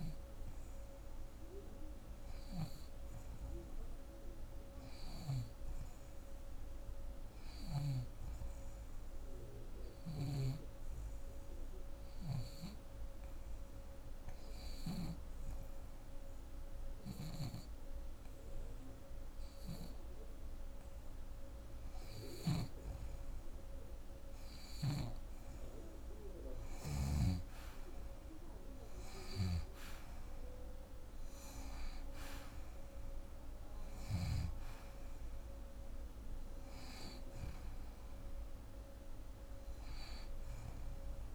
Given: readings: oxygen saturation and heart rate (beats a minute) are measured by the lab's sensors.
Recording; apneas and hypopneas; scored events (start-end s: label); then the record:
breathing in sleep by a room microphone; 1
0.00-10.50 s: oxygen desaturation (device-marked, oxygen 85% lowest)
8.50-20.50 s: hypopnea (oxygen 88% before, 84% lowest)
22.00-26.50 s: arousal
28.50-41.35 s: oxygen desaturation (device-marked, oxygen 88% before, 84% lowest)
From the record:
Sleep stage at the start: N2 (light sleep); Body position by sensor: on the back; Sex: female